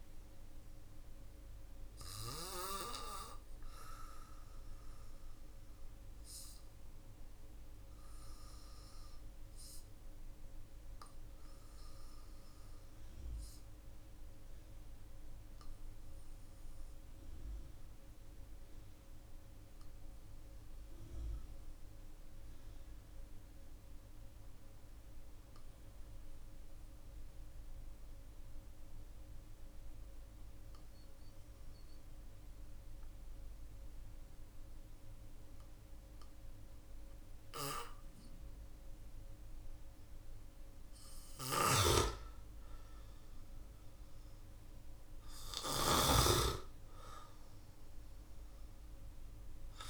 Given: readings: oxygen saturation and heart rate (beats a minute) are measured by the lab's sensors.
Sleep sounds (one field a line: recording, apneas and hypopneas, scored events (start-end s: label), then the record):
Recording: breathing in sleep by a room microphone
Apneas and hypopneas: 1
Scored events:
3.50-39.00 s: obstructive apnea (oxygen 99% before, 93% lowest, heart rate 51 before, 47 extreme, up 5 after)
8.50-27.50 s: oxygen desaturation (device-marked, oxygen 96% before, 93% lowest, heart rate 47 before, 48 extreme)
40.50-49.90 s: snoring (device-marked)
41.50-46.50 s: arousal
From the record:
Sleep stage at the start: N2 (light sleep)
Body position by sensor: on the back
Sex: male